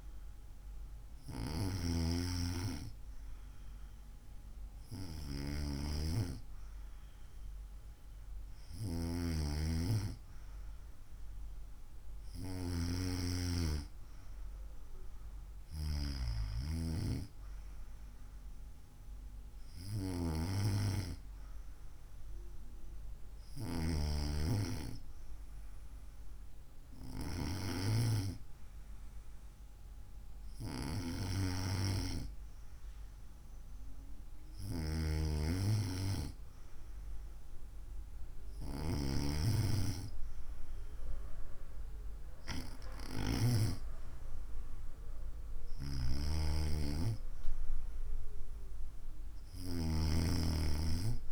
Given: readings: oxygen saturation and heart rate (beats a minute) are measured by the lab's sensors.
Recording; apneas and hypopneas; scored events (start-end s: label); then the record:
breathing in sleep by a room microphone; none
none scored
From the record:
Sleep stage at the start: N2 (light sleep); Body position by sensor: on the right side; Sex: female